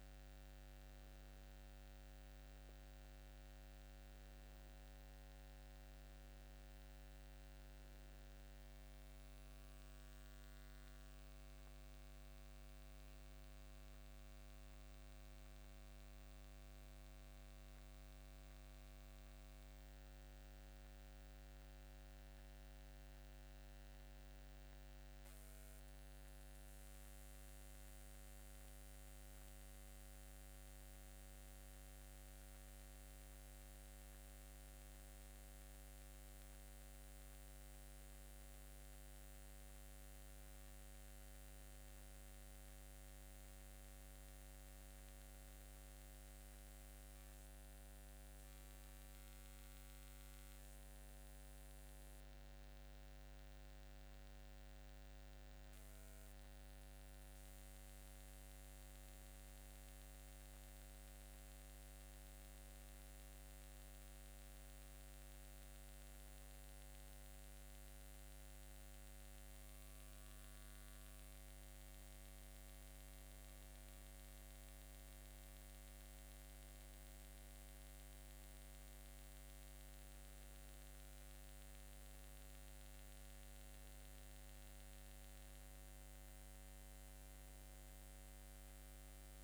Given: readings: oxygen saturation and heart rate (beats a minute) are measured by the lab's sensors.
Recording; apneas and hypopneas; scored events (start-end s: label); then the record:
breathing in sleep, hard to hear, by a microphone on the trachea; none
0.50-4.50 s: arousal
From the record:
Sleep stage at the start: N1 (lightest sleep); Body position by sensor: upright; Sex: male